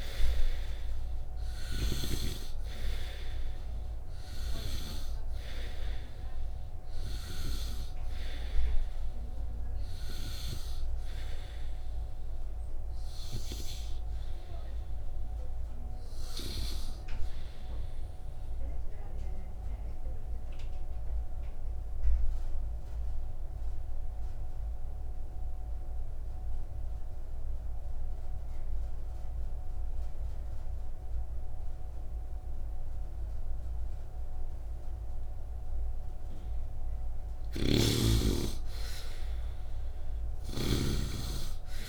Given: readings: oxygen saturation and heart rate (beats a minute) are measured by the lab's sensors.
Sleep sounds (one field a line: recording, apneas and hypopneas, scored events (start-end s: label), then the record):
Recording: breathing in sleep by a room microphone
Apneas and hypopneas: 1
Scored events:
0.00-2.50 s: snoring (device-marked)
0.00-28.00 s: oxygen desaturation (device-marked, oxygen 70% lowest, heart rate 49 extreme)
19.00-36.00 s: obstructive apnea (oxygen 91% before, 70% lowest, heart rate 69 before, 63 extreme)
37.50-41.89 s: arousal
37.50-41.89 s: snoring (device-marked)
From the record:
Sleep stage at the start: N2 (light sleep)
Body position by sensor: upright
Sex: male